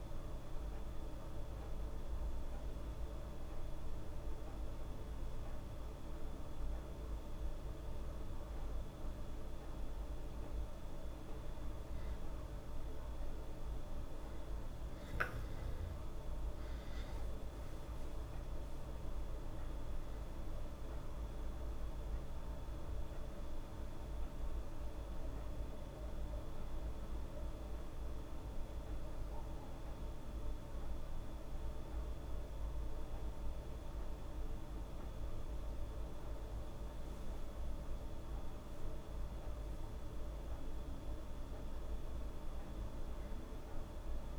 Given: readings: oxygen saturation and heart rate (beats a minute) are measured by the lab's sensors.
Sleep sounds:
breathing in sleep, hard to hear, by a room microphone; none
none scored
From the record:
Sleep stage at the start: N2 (light sleep); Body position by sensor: on the back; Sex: female

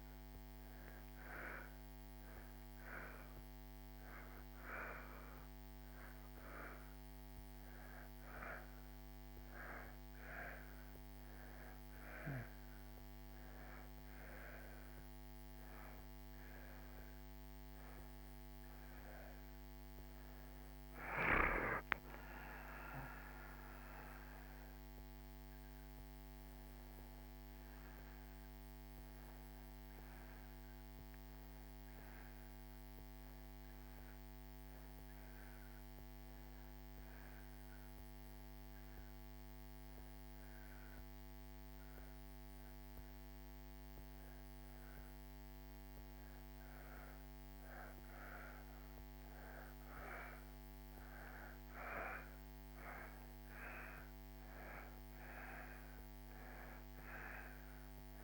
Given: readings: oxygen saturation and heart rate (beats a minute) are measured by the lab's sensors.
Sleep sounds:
breathing in sleep by a microphone on the trachea; 1
26.50-30.50 s: arousal
33.50-50.00 s: obstructive apnea (oxygen 91% before, 87% lowest)
52.00-55.00 s: arousal
From the record:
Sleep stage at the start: N2 (light sleep); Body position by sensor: on the back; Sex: male

